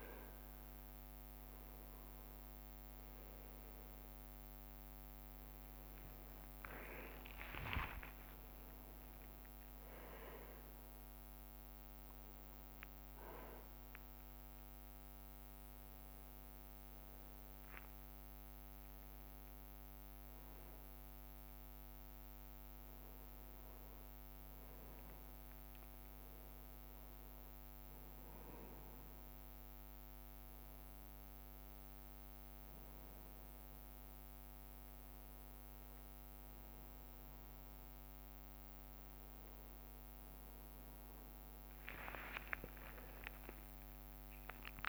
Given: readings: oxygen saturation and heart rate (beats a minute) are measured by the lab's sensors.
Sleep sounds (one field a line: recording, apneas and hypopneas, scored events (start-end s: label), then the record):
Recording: a person awake in a sleep study, by a microphone on the trachea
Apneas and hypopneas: none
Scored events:
0.00-8.50 s: bradycardia (device-marked)
3.50-5.50 s: leg movement (device-marked)
7.00-15.00 s: leg movement (device-marked)
7.50-9.50 s: long interval between heartbeats (device-marked, heart rate 35 before, 48 extreme)
8.50-10.50 s: tachycardia (device-marked, heart rate 78 before, 55 extreme)
26.50-35.50 s: drop in pulse transit time (device-marked, heart rate 70 before, 67 extreme)
33.50-44.89 s: new sleep stage, N1 (lightest sleep)
40.50-44.89 s: tachycardia (device-marked, heart rate 78 before, 146 extreme)
From the record:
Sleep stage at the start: awake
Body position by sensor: on the back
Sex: male